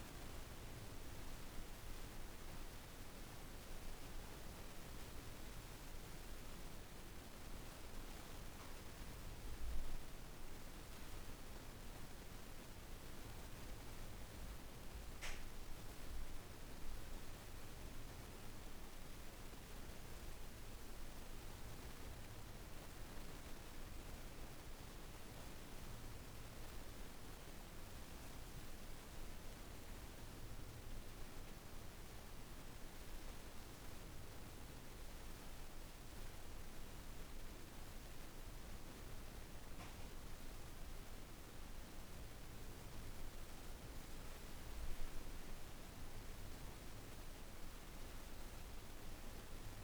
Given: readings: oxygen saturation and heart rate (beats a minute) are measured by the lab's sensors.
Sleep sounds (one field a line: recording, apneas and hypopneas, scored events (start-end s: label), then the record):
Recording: breathing in sleep, hard to hear, by a room microphone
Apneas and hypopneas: none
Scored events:
none scored
From the record:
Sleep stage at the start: N1 (lightest sleep)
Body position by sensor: on the back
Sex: female